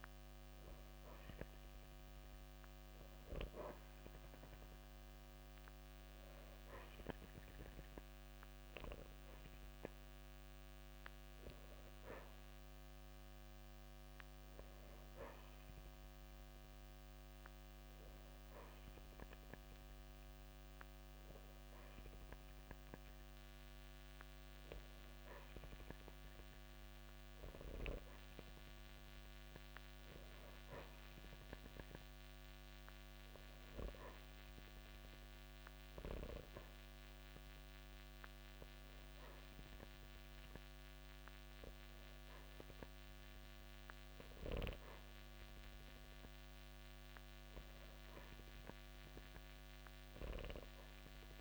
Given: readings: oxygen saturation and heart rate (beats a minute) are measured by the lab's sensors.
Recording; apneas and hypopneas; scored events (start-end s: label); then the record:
breathing in sleep by a microphone on the trachea; none
none scored
From the record:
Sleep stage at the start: N2 (light sleep); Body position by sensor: on the back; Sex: male